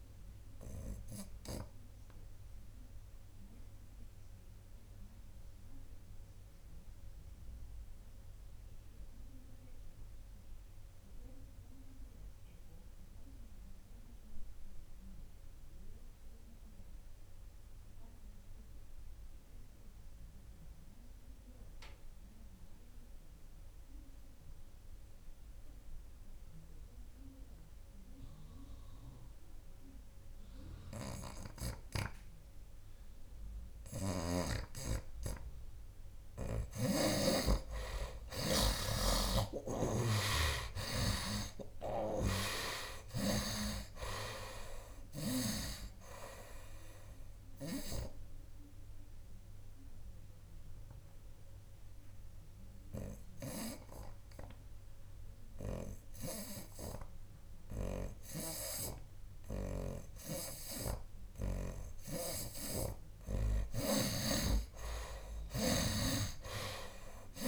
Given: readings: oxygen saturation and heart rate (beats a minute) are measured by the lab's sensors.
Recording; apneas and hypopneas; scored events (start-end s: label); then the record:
breathing in sleep by a room microphone; 2
0.50-36.00 s: obstructive apnea (heart rate 81 before, 68 extreme, up 22 after)
2.00-65.00 s: oxygen desaturation (device-marked, heart rate 82 before, 68 extreme)
2.50-4.50 s: long interval between heartbeats (device-marked, heart rate 82 before, 84 extreme)
5.50-7.50 s: long interval between heartbeats (device-marked, heart rate 83 before, 80 extreme)
39.00-48.00 s: snoring (device-marked)
39.50-44.50 s: arousal
44.00-46.00 s: tachycardia (device-marked, heart rate 82 before, 100 extreme)
47.00-61.00 s: obstructive apnea (heart rate 83 before, 76 extreme, up 9 after)
62.00-67.48 s: snoring (device-marked)
65.00-67.48 s: arousal
From the record:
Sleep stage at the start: N2 (light sleep); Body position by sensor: on the right side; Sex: male